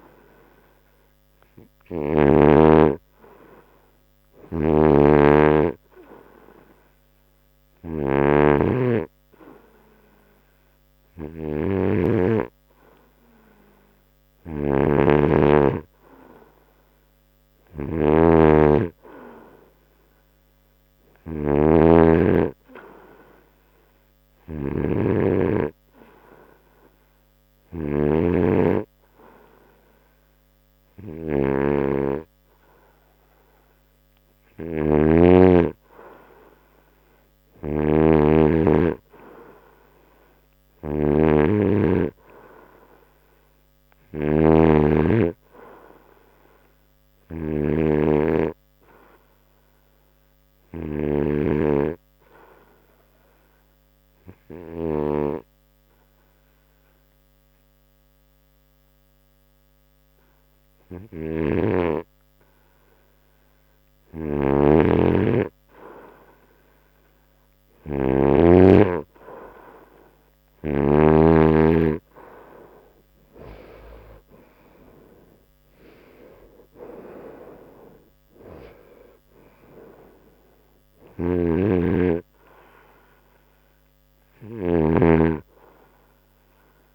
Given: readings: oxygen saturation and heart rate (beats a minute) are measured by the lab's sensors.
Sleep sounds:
breathing in sleep by a microphone on the trachea; 1
0.00-25.00 s: oxygen desaturation (device-marked, oxygen 90% lowest, heart rate 68 extreme)
18.50-22.50 s: snoring (device-marked)
35.00-45.00 s: snoring (device-marked)
47.00-50.50 s: arousal
52.50-63.50 s: obstructive apnea (oxygen 92% before, 90% lowest, heart rate 76 before, 69 extreme, up 0 after)
68.50-72.00 s: arousal
From the record:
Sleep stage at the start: N2 (light sleep); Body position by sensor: on the right side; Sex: male

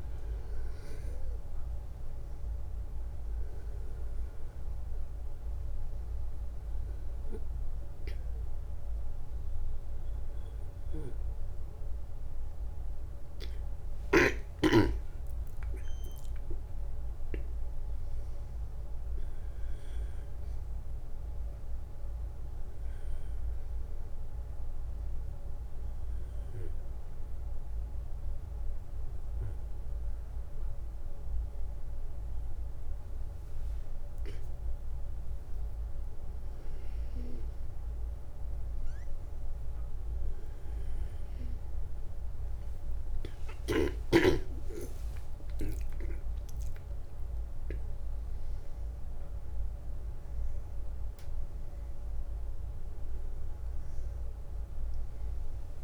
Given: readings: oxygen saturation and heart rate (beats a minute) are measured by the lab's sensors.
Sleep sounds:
breathing in sleep by a room microphone; none
0.00-7.00 s: oxygen desaturation (device-marked, oxygen 93% lowest, heart rate 63 extreme)
12.50-16.50 s: arousal
41.00-44.50 s: arousal
From the record:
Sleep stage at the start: N1 (lightest sleep); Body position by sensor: on the back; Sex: male

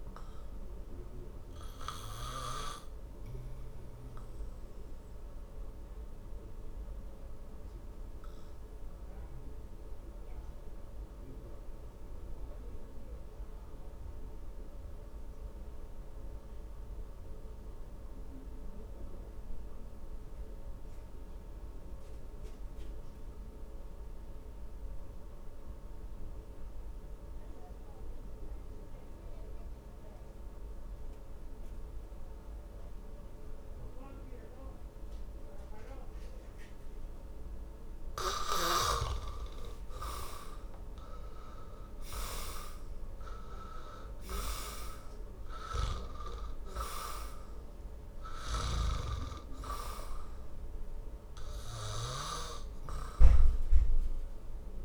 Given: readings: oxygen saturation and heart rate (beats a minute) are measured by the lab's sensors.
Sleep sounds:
breathing in sleep by a room microphone; 1
0.00-26.50 s: oxygen desaturation (device-marked, oxygen 80% lowest, heart rate 52 extreme)
3.00-37.50 s: obstructive apnea (oxygen 98% before, 80% lowest, heart rate 65 before, 49 extreme, up 10 after)
39.00-43.00 s: arousal
41.50-54.85 s: oxygen desaturation (device-marked, oxygen 98% before, 80% lowest, heart rate 57 before, 49 extreme)
48.50-52.50 s: snoring (device-marked)
From the record:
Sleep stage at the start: N2 (light sleep); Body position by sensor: on the back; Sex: male

